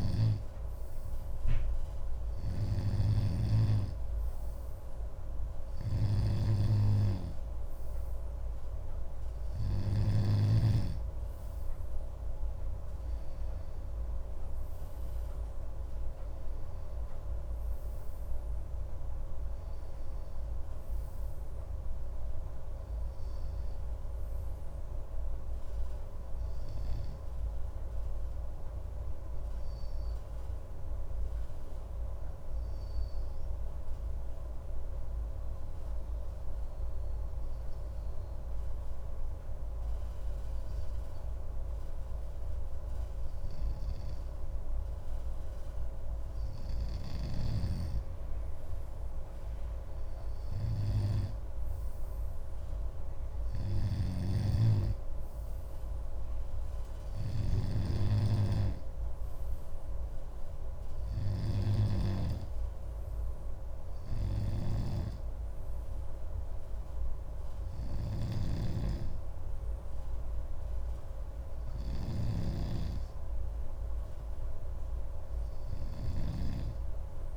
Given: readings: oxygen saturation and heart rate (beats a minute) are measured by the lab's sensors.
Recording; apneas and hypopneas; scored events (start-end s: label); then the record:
breathing in sleep by a room microphone; 1
0.00-1.50 s: arousal
0.00-10.50 s: snoring (device-marked)
25.00-29.00 s: arousal
32.50-47.00 s: hypopnea (oxygen 96% before, 94% lowest)
49.50-53.50 s: arousal
54.00-58.00 s: snoring (device-marked)
64.50-72.50 s: snoring (device-marked)
From the record:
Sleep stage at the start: N2 (light sleep); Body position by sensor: on the left side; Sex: male